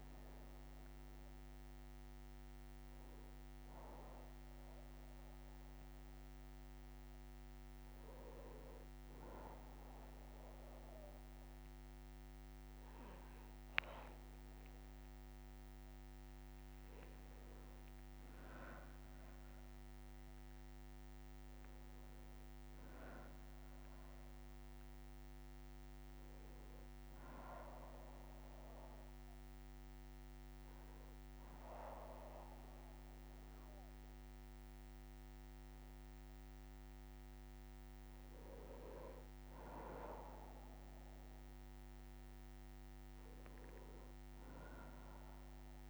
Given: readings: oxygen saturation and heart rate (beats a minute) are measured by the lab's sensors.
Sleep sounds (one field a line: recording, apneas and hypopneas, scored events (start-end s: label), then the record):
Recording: a person partly awake in a sleep study, by a microphone on the trachea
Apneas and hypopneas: 1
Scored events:
2.00-45.90 s: new sleep stage, N1 (lightest sleep)
27.50-40.00 s: obstructive apnea (oxygen 98% before, 93% lowest, heart rate 63 before, 61 extreme, up 1 after)
42.50-45.90 s: arousal
From the record:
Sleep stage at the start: awake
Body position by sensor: on the back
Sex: male